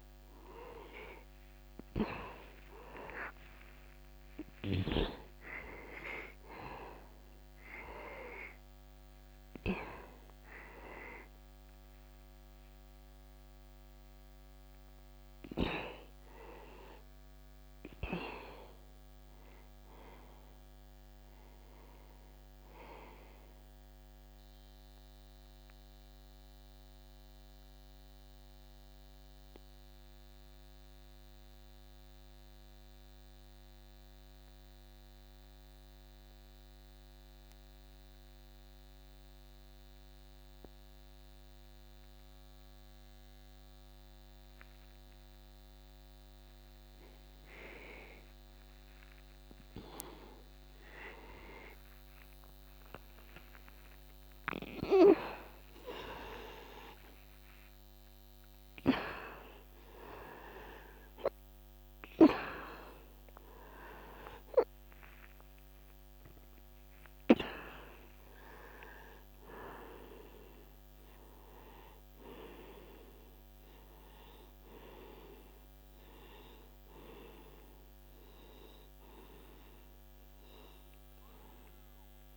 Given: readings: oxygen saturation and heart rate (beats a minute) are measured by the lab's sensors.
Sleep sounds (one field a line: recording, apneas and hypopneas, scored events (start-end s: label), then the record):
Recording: breathing in sleep by a microphone on the trachea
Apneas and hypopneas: 1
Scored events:
0.00-36.00 s: oxygen desaturation (device-marked, oxygen 89% lowest, heart rate 61 extreme)
18.00-22.00 s: arousal
25.00-50.00 s: mixed apnea (oxygen 97% before, 88% lowest, heart rate 61 before, 61 extreme, up 9 after)
53.00-59.00 s: arousal
58.00-82.37 s: oxygen desaturation (device-marked, oxygen 97% before, 88% lowest, heart rate 62 before, 55 extreme)
81.00-82.37 s: arousal
From the record:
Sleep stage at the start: N2 (light sleep)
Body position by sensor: on the back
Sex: male